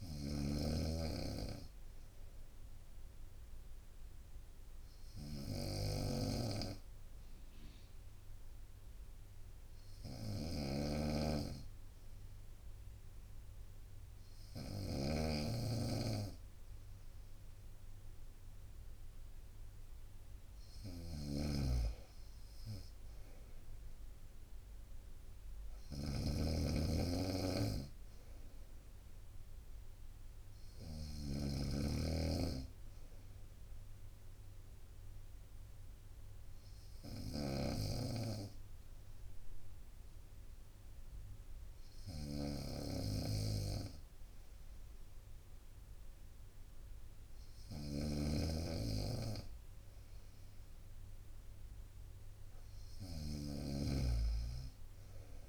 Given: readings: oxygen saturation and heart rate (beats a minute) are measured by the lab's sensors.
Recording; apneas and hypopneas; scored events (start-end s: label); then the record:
breathing in sleep by a room microphone; 2
0.00-15.00 s: snoring (device-marked)
3.50-19.00 s: obstructive apnea (oxygen 96% before, 94% lowest, heart rate 63 before, 59 extreme, up 1 after)
21.00-55.49 s: snoring (device-marked)
23.00-27.00 s: arousal
30.00-34.00 s: bradycardia (device-marked, heart rate 62 before, 59 extreme)
33.00-47.50 s: obstructive apnea (oxygen 96% before, 94% lowest, heart rate 63 before, 60 extreme, up 3 after)
50.50-53.50 s: arousal
From the record:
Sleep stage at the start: N2 (light sleep); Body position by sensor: on the right side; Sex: female